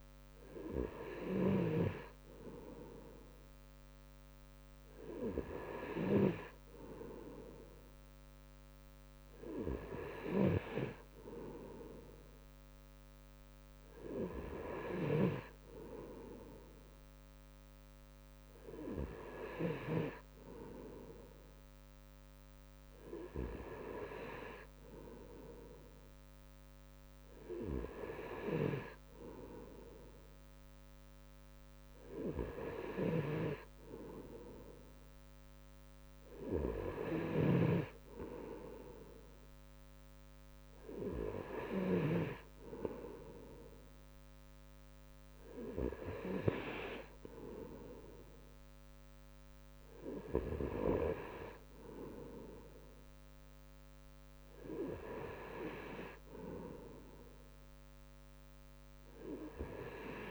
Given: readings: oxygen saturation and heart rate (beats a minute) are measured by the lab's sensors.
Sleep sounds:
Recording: breathing in sleep by a microphone on the trachea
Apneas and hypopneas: none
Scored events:
none scored
From the record:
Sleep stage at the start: N2 (light sleep)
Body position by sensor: on the right side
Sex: male

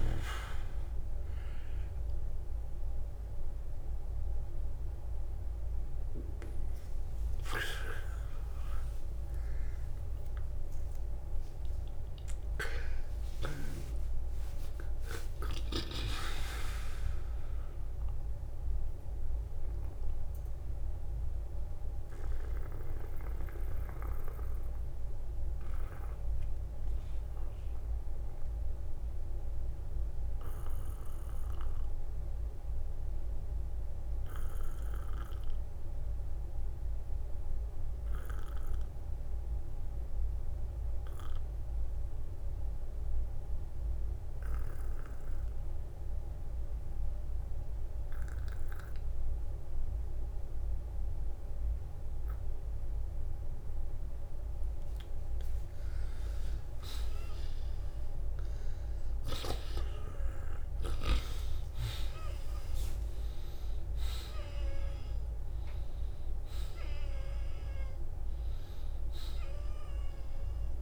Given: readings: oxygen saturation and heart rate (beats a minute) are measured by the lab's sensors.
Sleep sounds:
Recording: breathing in sleep by a room microphone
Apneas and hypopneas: 1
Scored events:
0.00-2.50 s: oxygen desaturation (device-marked, oxygen 92% lowest, heart rate 64 extreme)
7.50-42.50 s: oxygen desaturation (device-marked, oxygen 93% before, 80% lowest, heart rate 62 before, 46 extreme)
11.00-15.00 s: arousal
14.00-16.00 s: long interval between heartbeats (device-marked, heart rate 66 before, 86 extreme)
17.00-55.50 s: mixed apnea (oxygen 95% before, 80% lowest, heart rate 70 before, 46 extreme, up 17 after)
43.00-45.00 s: long interval between heartbeats (device-marked, heart rate 61 before, 54 extreme)
55.50-70.82 s: oxygen desaturation (device-marked, oxygen 97% before, 81% lowest, heart rate 52 before, 49 extreme)
57.00-61.00 s: arousal
From the record:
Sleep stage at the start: N2 (light sleep)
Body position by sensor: on the back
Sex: male

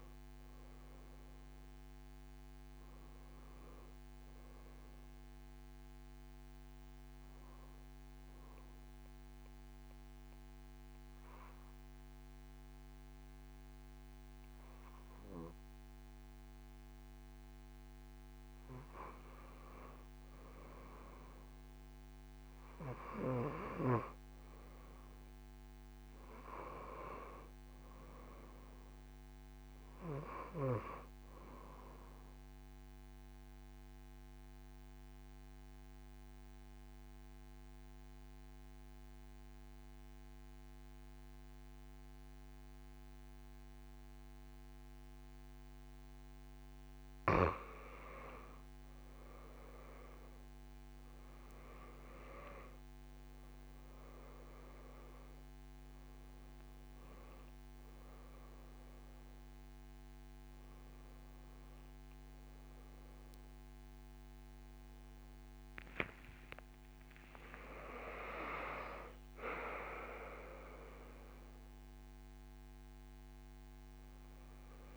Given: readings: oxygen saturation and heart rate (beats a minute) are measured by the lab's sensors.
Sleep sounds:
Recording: a person partly awake in a sleep study, by a microphone on the trachea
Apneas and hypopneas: 2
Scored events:
0.00-10.00 s: oxygen desaturation (device-marked, oxygen 91% lowest)
4.50-16.50 s: obstructive apnea (oxygen 96% before, 88% lowest)
17.50-21.50 s: arousal
26.00-33.00 s: oxygen desaturation (device-marked, oxygen 97% before, 93% lowest)
31.50-46.50 s: obstructive apnea (oxygen 98% before, 88% lowest)
45.00-74.00 s: oxygen desaturation (device-marked, oxygen 95% before, 88% lowest)
52.00-74.97 s: new sleep stage, awake
From the record:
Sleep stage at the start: N2 (light sleep)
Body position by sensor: on the back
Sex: female

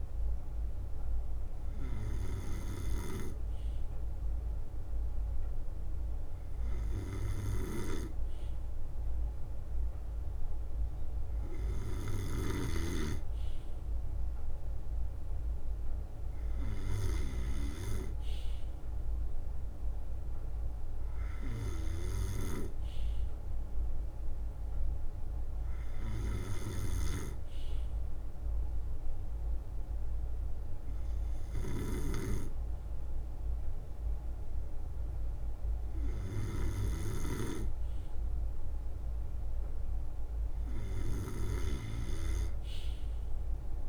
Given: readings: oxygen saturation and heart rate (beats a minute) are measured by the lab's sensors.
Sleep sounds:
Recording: breathing in sleep by a room microphone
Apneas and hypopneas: none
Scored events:
0.00-13.00 s: drop in pulse transit time (device-marked, heart rate 64 extreme)
26.50-43.89 s: snoring (device-marked)
29.00-43.00 s: drop in pulse transit time (device-marked, heart rate 65 before, 64 extreme)
From the record:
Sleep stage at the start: N2 (light sleep)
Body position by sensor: on the right side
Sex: male

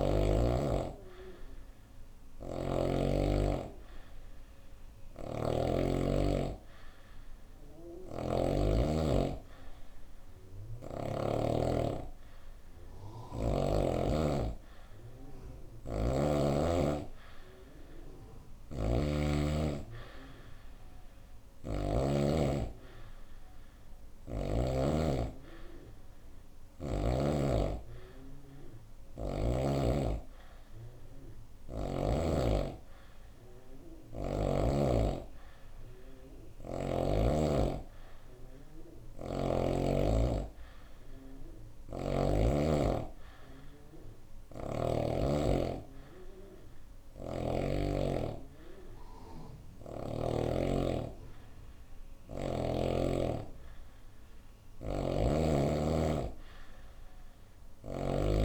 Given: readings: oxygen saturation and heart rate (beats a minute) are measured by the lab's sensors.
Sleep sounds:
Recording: breathing in sleep by a room microphone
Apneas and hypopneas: none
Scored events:
1.50-8.00 s: snoring (device-marked)
15.00-21.50 s: snoring (device-marked)
43.50-47.00 s: snoring (device-marked)
54.00-57.50 s: snoring (device-marked)
From the record:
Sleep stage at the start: N2 (light sleep)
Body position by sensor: on the right side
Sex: female

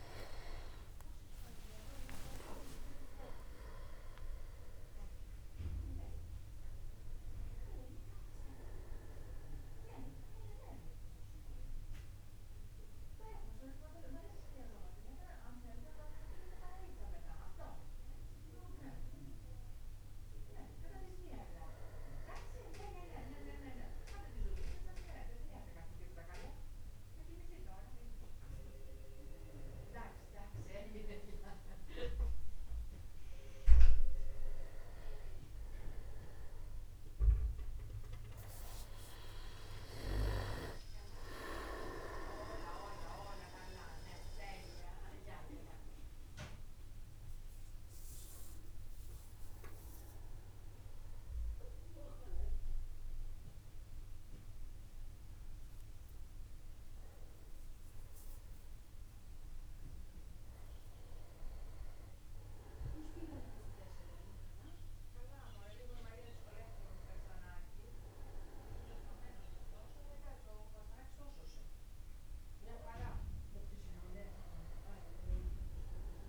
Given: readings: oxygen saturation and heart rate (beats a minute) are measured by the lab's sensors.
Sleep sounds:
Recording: a person awake in a sleep study, by a room microphone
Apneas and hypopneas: none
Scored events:
0.00-2.00 s: long interval between heartbeats (device-marked, heart rate 55 before, 65 extreme)
2.00-4.00 s: long interval between heartbeats (device-marked, heart rate 56 before, 96 extreme)
17.50-19.50 s: long interval between heartbeats (device-marked, heart rate 71 before, 65 extreme)
33.50-35.50 s: long interval between heartbeats (device-marked, heart rate 58 before, 65 extreme)
48.00-50.00 s: long interval between heartbeats (device-marked, heart rate 61 before, 62 extreme)
From the record:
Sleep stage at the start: awake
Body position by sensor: upright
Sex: male

